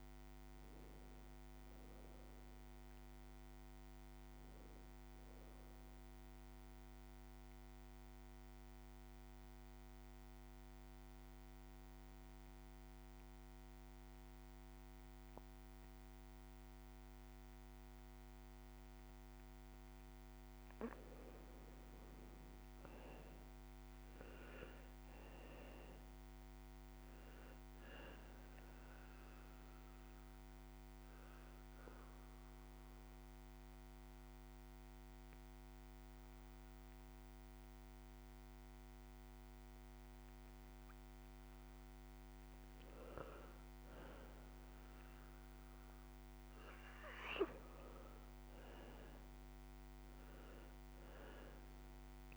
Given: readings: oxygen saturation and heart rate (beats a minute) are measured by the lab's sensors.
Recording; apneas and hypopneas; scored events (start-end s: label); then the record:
breathing in sleep, hard to hear, by a microphone on the trachea; 2
0.00-14.50 s: oxygen desaturation (device-marked, oxygen 89% lowest)
6.00-18.50 s: obstructive apnea (oxygen 97% before, 89% lowest)
19.00-24.00 s: arousal
22.50-44.50 s: oxygen desaturation (device-marked, oxygen 98% before, 90% lowest)
28.00-40.50 s: obstructive apnea (oxygen 98% before, 90% lowest)
45.00-49.50 s: arousal
46.50-52.37 s: oxygen desaturation (device-marked, oxygen 97% before, 92% lowest, heart rate 47 before, 129 extreme)
From the record:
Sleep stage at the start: N2 (light sleep); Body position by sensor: on the right side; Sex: male